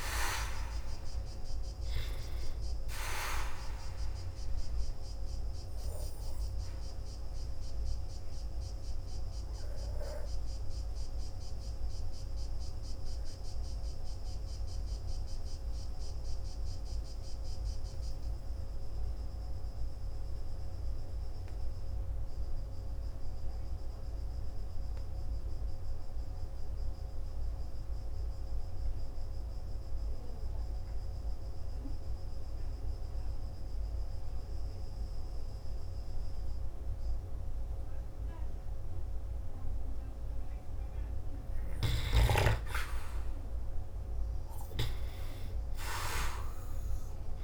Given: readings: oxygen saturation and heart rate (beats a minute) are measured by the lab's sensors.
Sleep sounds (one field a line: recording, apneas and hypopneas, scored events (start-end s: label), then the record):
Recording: breathing in sleep by a room microphone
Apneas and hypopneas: 1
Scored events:
0.00-7.00 s: oxygen desaturation (device-marked, oxygen 93% lowest, heart rate 50 extreme)
5.00-40.00 s: obstructive apnea (oxygen 98% before, 90% lowest, heart rate 53 before, 48 extreme, up 4 after)
15.00-31.00 s: oxygen desaturation (device-marked, oxygen 96% before, 90% lowest, heart rate 56 before, 48 extreme)
46.00-47.43 s: arousal
From the record:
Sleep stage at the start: N2 (light sleep)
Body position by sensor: on the back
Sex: male